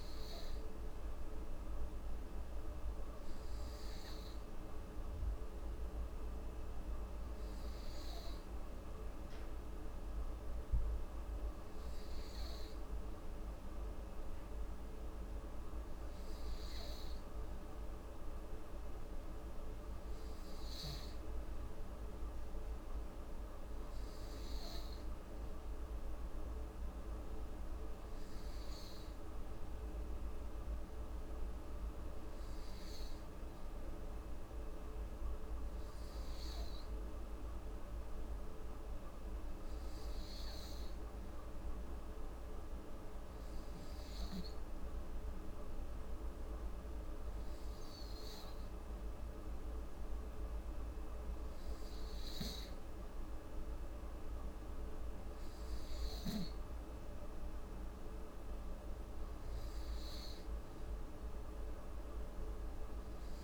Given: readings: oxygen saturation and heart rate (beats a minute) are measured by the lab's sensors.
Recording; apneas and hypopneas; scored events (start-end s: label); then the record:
breathing in sleep, hard to hear, by a room microphone; none
none scored
From the record:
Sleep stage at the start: N2 (light sleep); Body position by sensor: on the back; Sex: female